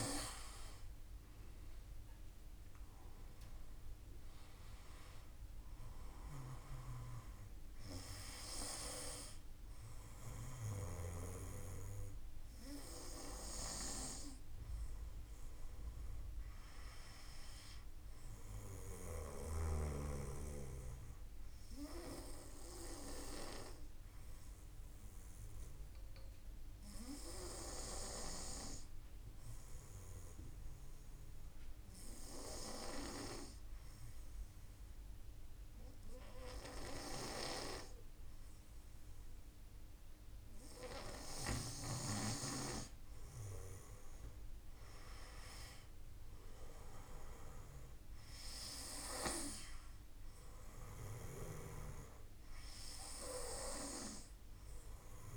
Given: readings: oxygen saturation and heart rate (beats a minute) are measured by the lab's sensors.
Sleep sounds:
breathing in sleep by a room microphone; 1
0.50-3.50 s: arousal
7.50-29.50 s: oxygen desaturation (device-marked, oxygen 96% before, 93% lowest, heart rate 54 before, 50 extreme)
22.00-38.50 s: hypopnea (oxygen 96% before, 93% lowest, heart rate 54 before, 50 extreme, up 1 after)
45.00-48.50 s: arousal
49.50-55.37 s: oxygen desaturation (device-marked, oxygen 96% before, 93% lowest, heart rate 52 before, 50 extreme)
From the record:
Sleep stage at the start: N2 (light sleep); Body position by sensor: on the back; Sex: male

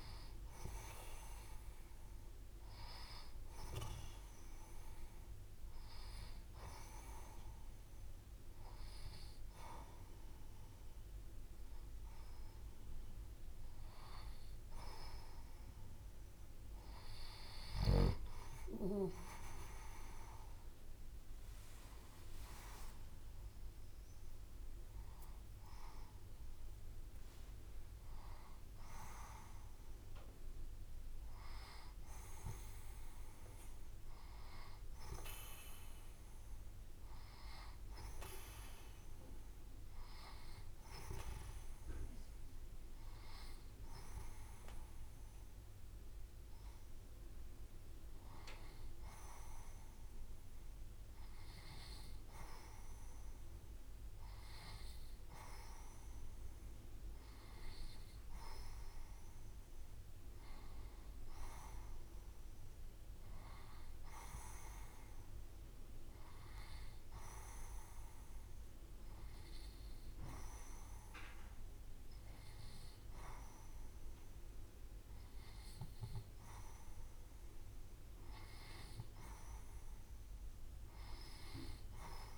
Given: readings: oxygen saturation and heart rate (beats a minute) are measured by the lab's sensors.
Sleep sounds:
breathing in sleep by a room microphone; none
0.00-1.00 s: long interval between heartbeats (device-marked, heart rate 79 extreme)
0.00-16.00 s: oxygen desaturation (device-marked, oxygen 88% lowest, heart rate 69 extreme)
12.00-14.00 s: long interval between heartbeats (device-marked, heart rate 78 before, 74 extreme)
23.00-28.00 s: arousal
62.00-64.00 s: long interval between heartbeats (device-marked, heart rate 71 before, 74 extreme)
From the record:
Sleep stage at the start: N2 (light sleep); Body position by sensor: on the left side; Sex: female

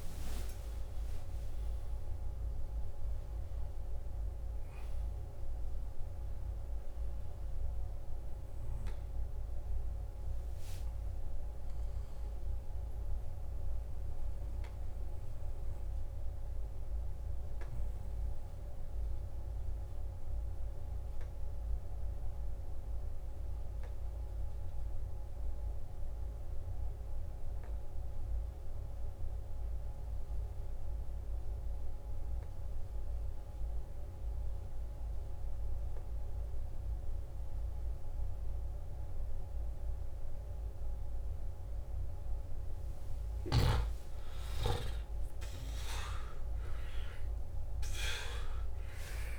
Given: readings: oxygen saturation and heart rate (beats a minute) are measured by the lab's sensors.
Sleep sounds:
breathing in sleep, hard to hear, by a room microphone; 1
0.00-1.00 s: arousal
17.00-44.00 s: obstructive apnea (oxygen 94% before, 90% lowest, heart rate 64 before, 52 extreme, up 12 after)
25.00-49.39 s: new sleep stage, N2 (light sleep)
38.00-49.39 s: oxygen desaturation (device-marked, oxygen 98% before, 90% lowest, heart rate 54 before, 51 extreme)
44.50-49.00 s: arousal
From the record:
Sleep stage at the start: N1 (lightest sleep); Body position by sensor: on the back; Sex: male

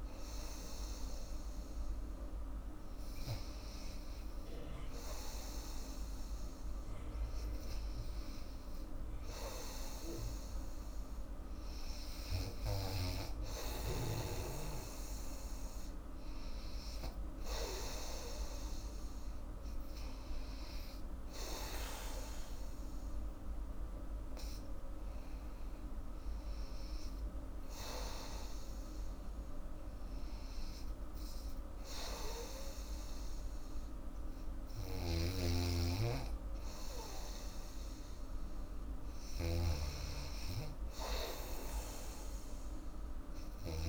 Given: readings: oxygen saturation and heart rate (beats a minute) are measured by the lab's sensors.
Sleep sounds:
breathing in sleep by a room microphone; none
0.00-6.00 s: oxygen desaturation (device-marked, oxygen 93% lowest, heart rate 81 extreme)
35.00-43.89 s: snoring (device-marked)
From the record:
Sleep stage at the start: N2 (light sleep); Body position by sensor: on the back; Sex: female

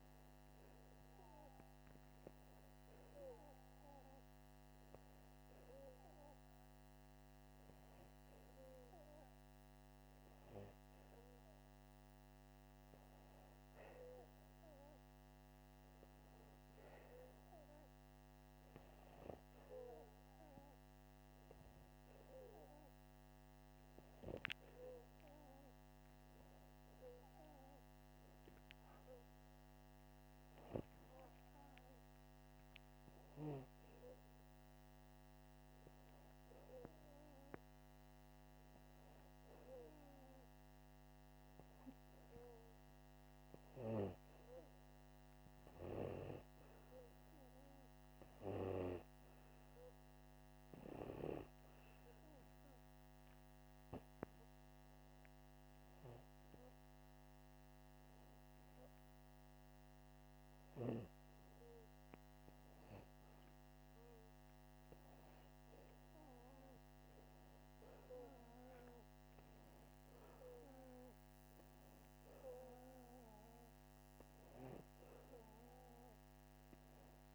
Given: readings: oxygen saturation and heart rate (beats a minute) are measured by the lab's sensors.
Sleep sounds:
breathing in sleep by a microphone on the trachea; none
none scored
From the record:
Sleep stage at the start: N2 (light sleep); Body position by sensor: upright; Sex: male

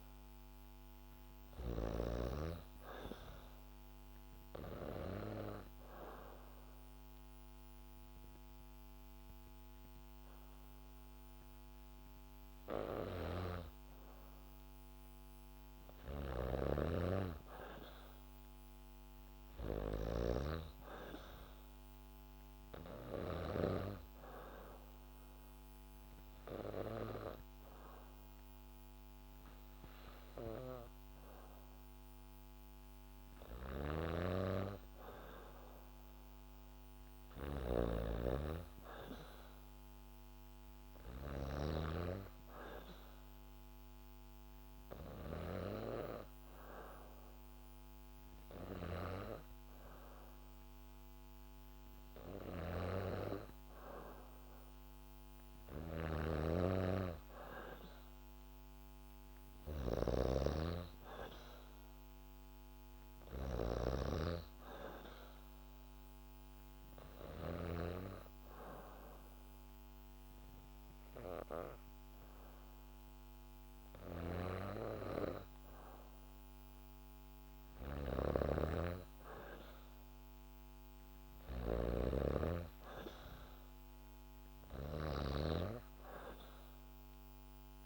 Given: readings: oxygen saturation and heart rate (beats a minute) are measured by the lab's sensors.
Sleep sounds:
breathing in sleep by a microphone on the trachea; 4
0.00-2.00 s: snoring (device-marked)
1.00-15.00 s: oxygen desaturation (device-marked, oxygen 96% before, 92% lowest, heart rate 69 before, 67 extreme)
4.00-14.00 s: obstructive apnea (oxygen 97% before, 92% lowest, heart rate 69 before, 67 extreme, up 2 after)
16.00-23.00 s: snoring (device-marked)
16.50-19.50 s: arousal
23.50-34.00 s: obstructive apnea (oxygen 96% before, 93% lowest, heart rate 70 before, 67 extreme, up 3 after)
24.00-34.00 s: oxygen desaturation (device-marked, oxygen 96% before, 93% lowest, heart rate 70 before, 67 extreme)
33.50-41.50 s: snoring (device-marked)
37.00-40.00 s: arousal
45.00-55.00 s: hypopnea (oxygen 96% before, 91% lowest, heart rate 70 before, 69 extreme)
52.00-67.50 s: snoring (device-marked)
58.00-61.00 s: arousal
65.00-76.50 s: hypopnea (oxygen 96% before, 91% lowest, heart rate 72 before, 69 extreme, up 2 after)
77.50-87.86 s: snoring (device-marked)
79.00-82.00 s: arousal
From the record:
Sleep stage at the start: N2 (light sleep); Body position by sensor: on the back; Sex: female

